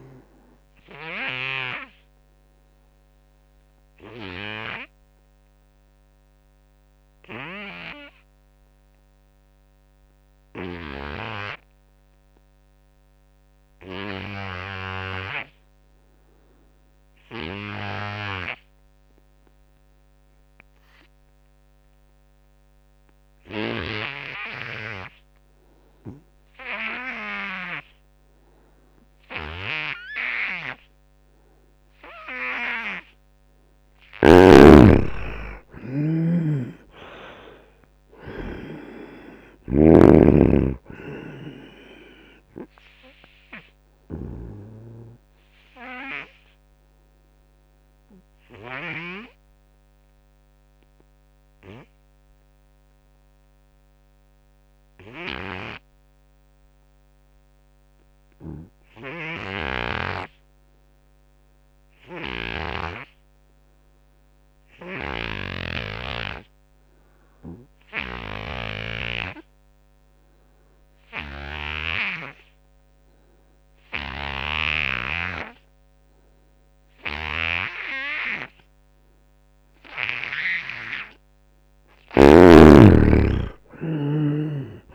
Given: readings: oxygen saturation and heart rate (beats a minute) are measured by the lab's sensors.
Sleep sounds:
breathing in sleep by a microphone on the trachea; 2
0.00-16.00 s: oxygen desaturation (device-marked, oxygen 77% lowest, heart rate 66 extreme)
2.00-31.50 s: obstructive apnea (oxygen 97% before, 73% lowest, heart rate 75 before, 67 extreme, up 14 after)
18.00-56.00 s: oxygen desaturation (device-marked, oxygen 98% before, 73% lowest, heart rate 85 before, 64 extreme)
33.50-37.00 s: arousal
34.00-38.50 s: snoring (device-marked)
43.50-80.50 s: obstructive apnea (oxygen 98% before, 71% lowest, heart rate 77 before, 64 extreme, up 22 after)
67.00-84.95 s: oxygen desaturation (device-marked, oxygen 98% before, 71% lowest, heart rate 85 before, 64 extreme)
81.00-83.00 s: long interval between heartbeats (device-marked, heart rate 75 before, 68 extreme)
82.00-84.95 s: arousal
From the record:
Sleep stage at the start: N2 (light sleep); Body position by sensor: on the front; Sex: male

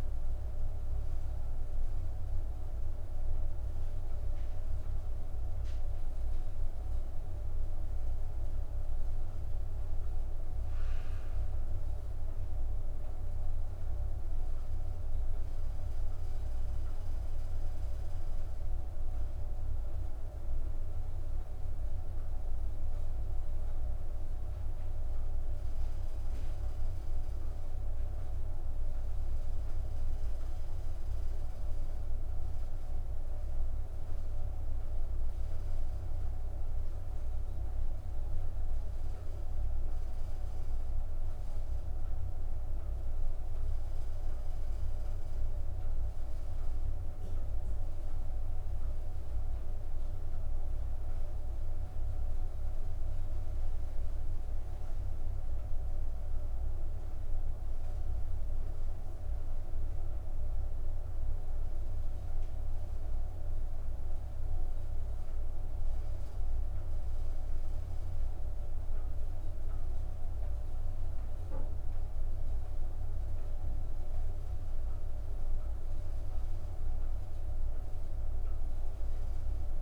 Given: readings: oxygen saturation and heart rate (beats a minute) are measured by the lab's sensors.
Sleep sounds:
breathing in sleep, hard to hear, by a room microphone; none
none scored
From the record:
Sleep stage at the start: N2 (light sleep); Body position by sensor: upright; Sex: female

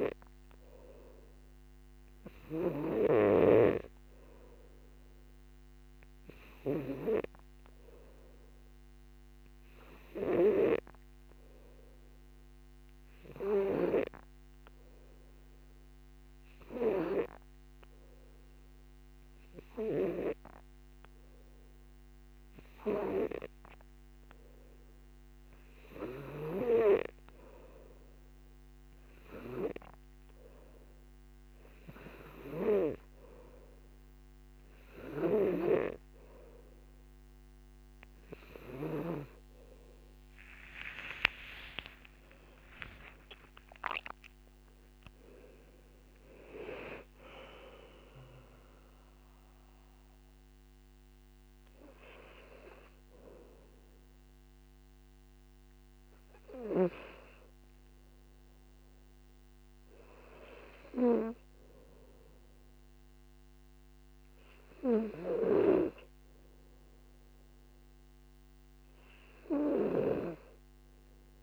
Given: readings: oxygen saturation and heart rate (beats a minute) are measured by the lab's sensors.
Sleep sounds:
breathing in sleep by a microphone on the trachea; 1
16.00-26.50 s: hypopnea (oxygen 94% before, 91% lowest, heart rate 58 before, 58 extreme, up 4 after)
31.50-43.50 s: oxygen desaturation (device-marked, oxygen 95% before, 91% lowest, heart rate 59 before, 56 extreme)
41.00-45.00 s: arousal
From the record:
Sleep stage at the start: N2 (light sleep); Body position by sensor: on the back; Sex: male

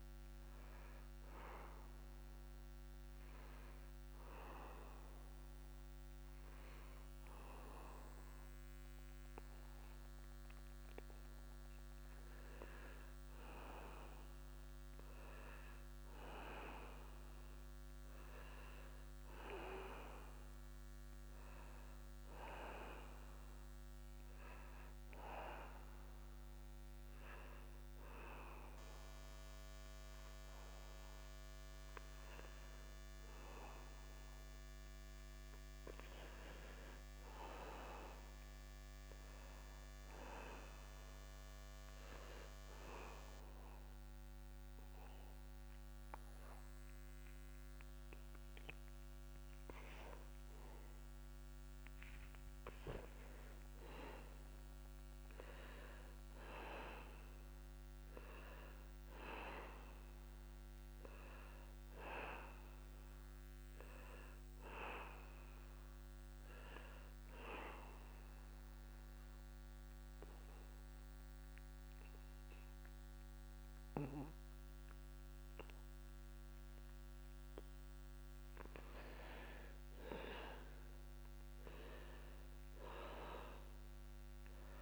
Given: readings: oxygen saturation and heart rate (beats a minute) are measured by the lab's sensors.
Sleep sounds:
a person partly awake in a sleep study, by a microphone on the trachea; 2
7.50-37.50 s: new sleep stage, N1 (lightest sleep)
37.00-40.50 s: arousal
37.50-84.82 s: new sleep stage, N2 (light sleep)
42.50-52.50 s: obstructive apnea (oxygen 96% before, 89% lowest, heart rate 72 before, 68 extreme, up 1 after)
54.00-58.00 s: arousal
57.50-72.50 s: oxygen desaturation (device-marked, oxygen 96% before, 91% lowest, heart rate 71 before, 68 extreme)
67.50-79.00 s: obstructive apnea (oxygen 96% before, 89% lowest, heart rate 70 before, 68 extreme)
80.50-84.00 s: arousal
From the record:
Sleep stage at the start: awake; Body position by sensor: on the back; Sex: male

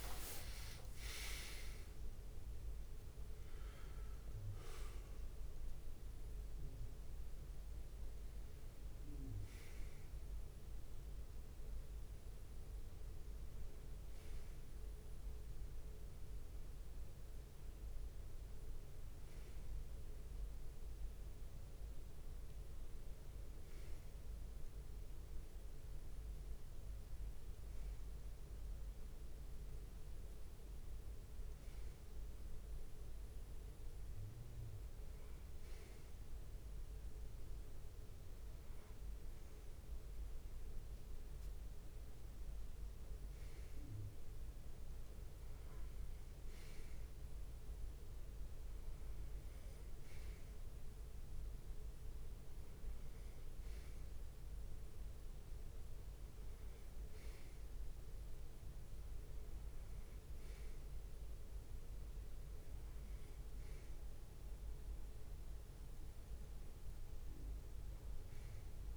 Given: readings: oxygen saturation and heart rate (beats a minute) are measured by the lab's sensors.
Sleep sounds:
breathing in sleep, hard to hear, by a room microphone; none
0.00-1.00 s: long interval between heartbeats (device-marked)
0.00-4.50 s: leg movement (device-marked)
0.00-5.00 s: oxygen desaturation (device-marked, oxygen 91% lowest)
0.00-22.00 s: bradycardia (device-marked)
26.00-34.00 s: bradycardia (device-marked)
38.00-53.00 s: oxygen desaturation (device-marked, oxygen 98% before, 93% lowest)
40.00-42.00 s: leg movement (device-marked)
43.00-52.00 s: bradycardia (device-marked)
54.00-68.97 s: bradycardia (device-marked)
55.50-57.50 s: leg movement (device-marked)
From the record:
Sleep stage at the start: REM sleep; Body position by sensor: on the right side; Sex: male

